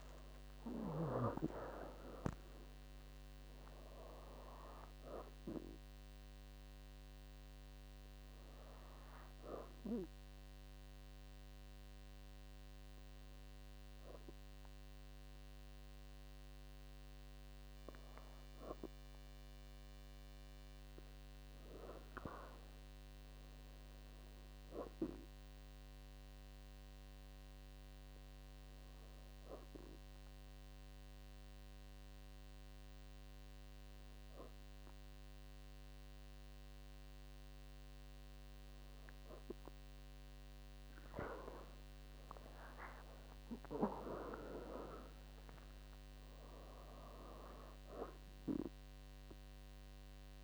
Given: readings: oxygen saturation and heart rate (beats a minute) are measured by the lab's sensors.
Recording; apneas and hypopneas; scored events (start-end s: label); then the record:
breathing in sleep by a microphone on the trachea; 1
0.00-1.50 s: arousal
27.00-38.00 s: hypopnea (oxygen 98% before, 97% lowest, heart rate 67 before, 59 extreme, up 10 after)
42.00-46.00 s: arousal
From the record:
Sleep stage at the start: N2 (light sleep); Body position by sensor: on the back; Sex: female